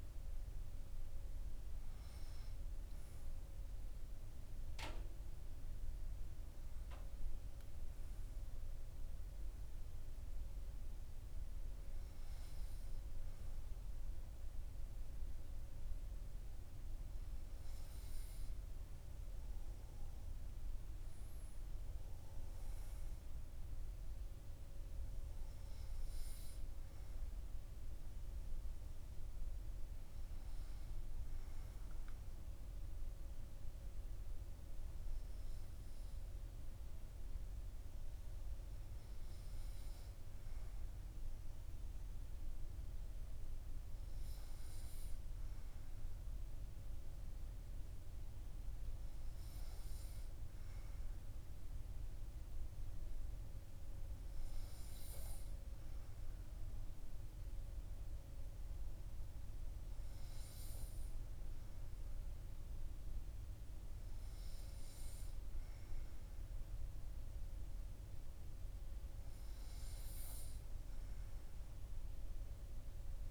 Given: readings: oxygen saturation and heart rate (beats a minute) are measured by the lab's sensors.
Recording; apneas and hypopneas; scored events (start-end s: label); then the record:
a person partly awake in a sleep study, hard to hear, by a room microphone; none
6.50-73.31 s: new sleep stage, N2 (light sleep)
From the record:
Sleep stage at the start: awake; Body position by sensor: on the right side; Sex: male